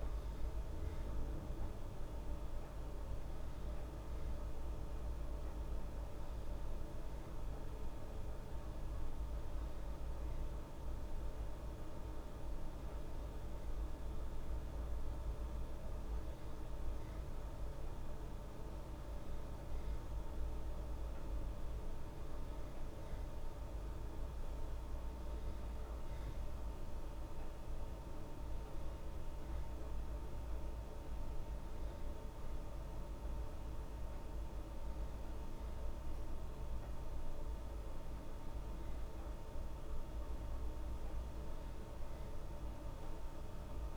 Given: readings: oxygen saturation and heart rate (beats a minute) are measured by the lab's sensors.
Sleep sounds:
breathing in sleep, hard to hear, by a room microphone; none
none scored
From the record:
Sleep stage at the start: N2 (light sleep); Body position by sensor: on the back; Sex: female

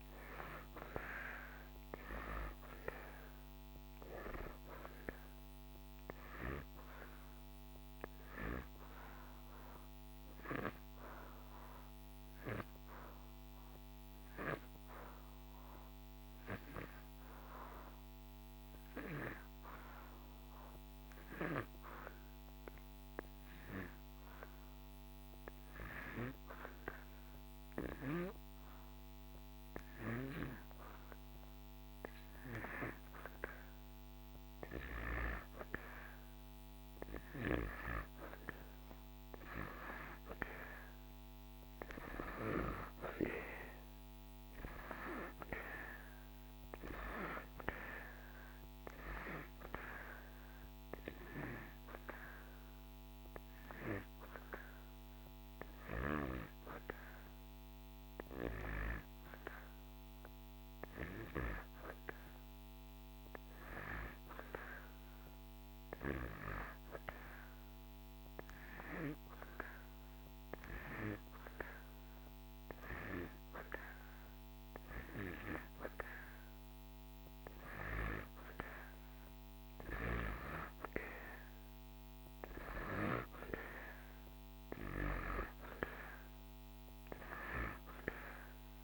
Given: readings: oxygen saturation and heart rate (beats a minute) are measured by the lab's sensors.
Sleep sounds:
breathing in sleep by a microphone on the trachea; 2
0.50-23.50 s: oxygen desaturation (device-marked, oxygen 92% before, 84% lowest)
7.00-32.00 s: hypopnea (oxygen 92% before, 84% lowest)
33.50-69.50 s: oxygen desaturation (device-marked, oxygen 95% before, 85% lowest)
35.00-40.00 s: arousal
50.50-74.50 s: hypopnea (oxygen 95% before, 85% lowest)
76.50-81.00 s: arousal
From the record:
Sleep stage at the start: N2 (light sleep); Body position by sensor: on the back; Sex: male

